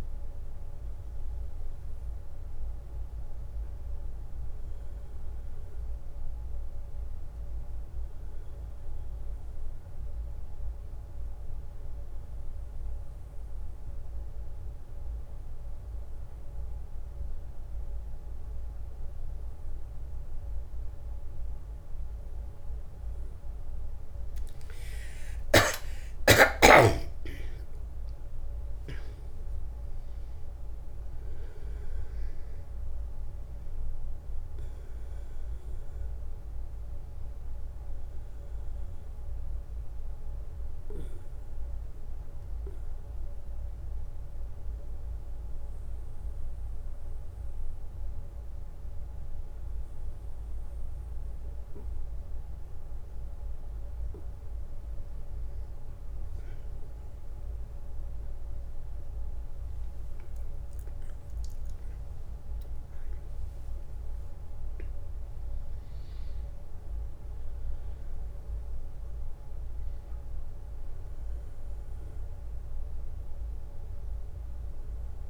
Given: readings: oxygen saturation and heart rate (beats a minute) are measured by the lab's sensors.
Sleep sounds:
breathing in sleep, hard to hear, by a room microphone; 1
3.00-6.50 s: arousal
9.50-21.50 s: obstructive apnea (oxygen 97% before, 93% lowest, heart rate 62 before, 58 extreme, up 35 after)
23.50-27.50 s: arousal
58.00-62.00 s: arousal
From the record:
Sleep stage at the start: N1 (lightest sleep); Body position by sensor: on the back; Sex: male

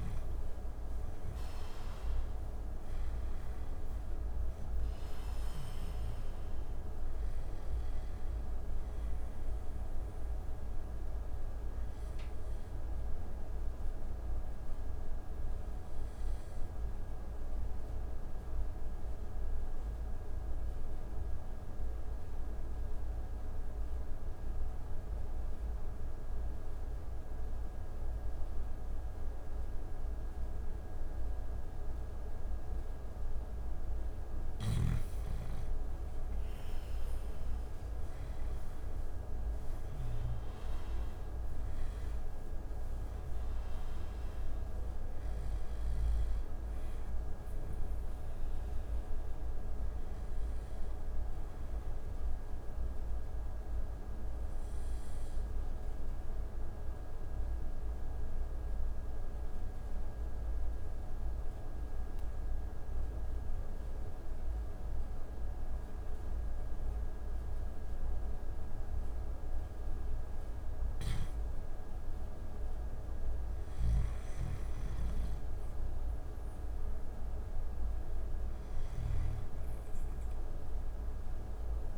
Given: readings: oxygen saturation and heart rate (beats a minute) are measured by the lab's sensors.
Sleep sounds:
breathing in sleep, hard to hear, by a room microphone; 2
9.00-27.00 s: oxygen desaturation (device-marked, oxygen 99% before, 91% lowest)
17.00-32.50 s: obstructive apnea (oxygen 99% before, 91% lowest)
33.50-39.50 s: snoring (device-marked)
36.00-40.50 s: arousal
48.00-69.00 s: oxygen desaturation (device-marked, oxygen 96% before, 91% lowest)
52.50-69.00 s: obstructive apnea (oxygen 97% before, 91% lowest)
70.00-78.50 s: snoring (device-marked)
73.50-77.50 s: arousal
From the record:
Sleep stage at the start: N2 (light sleep); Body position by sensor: on the back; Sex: male

